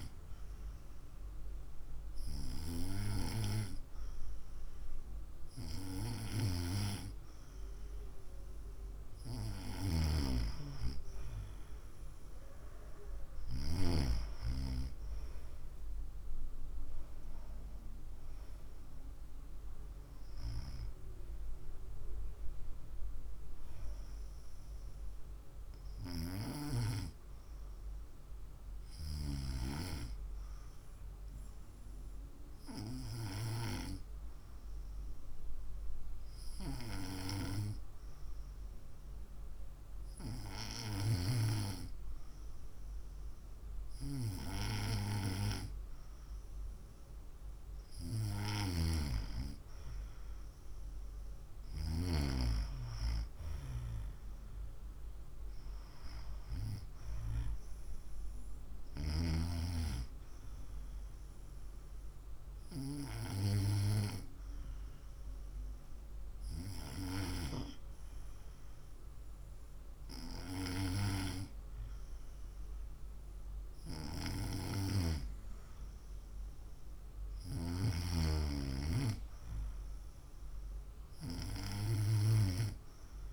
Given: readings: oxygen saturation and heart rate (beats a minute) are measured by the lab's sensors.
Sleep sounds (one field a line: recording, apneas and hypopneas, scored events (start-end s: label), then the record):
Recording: breathing in sleep by a room microphone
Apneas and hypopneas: 1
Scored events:
18.00-22.50 s: arousal
30.00-47.00 s: hypopnea (oxygen 96% before, 94% lowest, heart rate 63 before, 57 extreme, up 2 after)
50.00-53.50 s: arousal
From the record:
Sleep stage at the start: N2 (light sleep)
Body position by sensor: on the right side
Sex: female